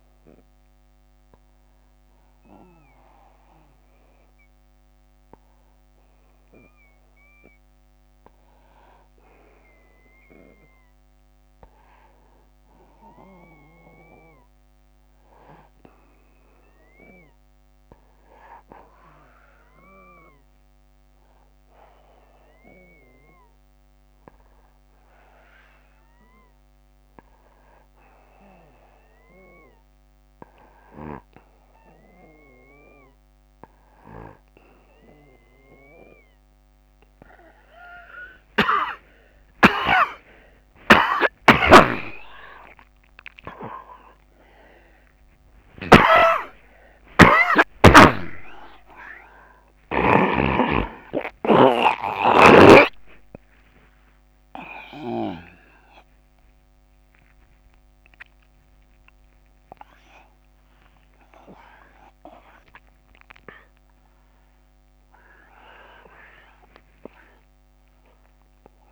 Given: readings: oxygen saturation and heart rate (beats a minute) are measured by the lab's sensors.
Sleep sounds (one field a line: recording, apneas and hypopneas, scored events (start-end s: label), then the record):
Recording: a person partly awake in a sleep study, by a microphone on the trachea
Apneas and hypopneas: 1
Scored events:
20.50-34.00 s: hypopnea (oxygen 98% before, 93% lowest, heart rate 62 before, 63 extreme, up 46 after)
37.00-68.92 s: new sleep stage, awake
40.50-45.50 s: snoring (device-marked)
50.00-55.00 s: snoring (device-marked)
From the record:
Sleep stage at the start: N2 (light sleep)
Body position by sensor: on the back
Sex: male